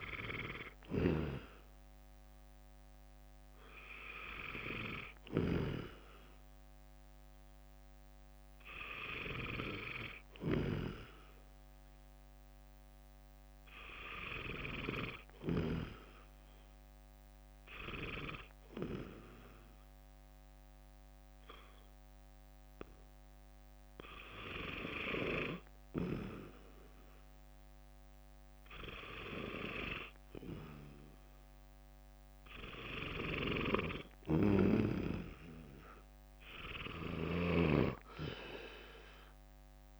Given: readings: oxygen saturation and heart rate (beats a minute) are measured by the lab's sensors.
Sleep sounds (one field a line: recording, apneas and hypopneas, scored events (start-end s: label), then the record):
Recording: breathing in sleep by a microphone on the trachea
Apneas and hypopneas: 1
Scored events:
19.50-34.00 s: obstructive apnea (oxygen 95% before, 90% lowest, heart rate 64 before, 65 extreme, up 7 after)
35.50-40.00 s: oxygen desaturation (device-marked, oxygen 94% before, 90% lowest, heart rate 66 before, 66 extreme)
From the record:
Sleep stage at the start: N2 (light sleep)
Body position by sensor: on the back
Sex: male